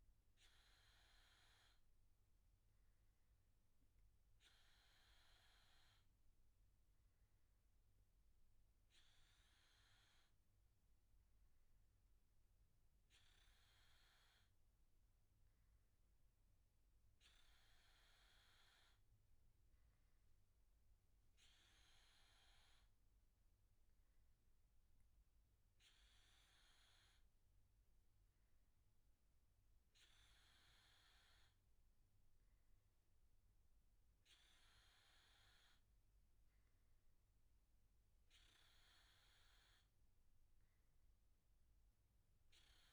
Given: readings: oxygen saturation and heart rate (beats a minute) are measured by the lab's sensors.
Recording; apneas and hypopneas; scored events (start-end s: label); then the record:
breathing in sleep, hard to hear, by a room microphone; none
none scored
From the record:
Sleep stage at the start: N3 (deep sleep); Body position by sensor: on the back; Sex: male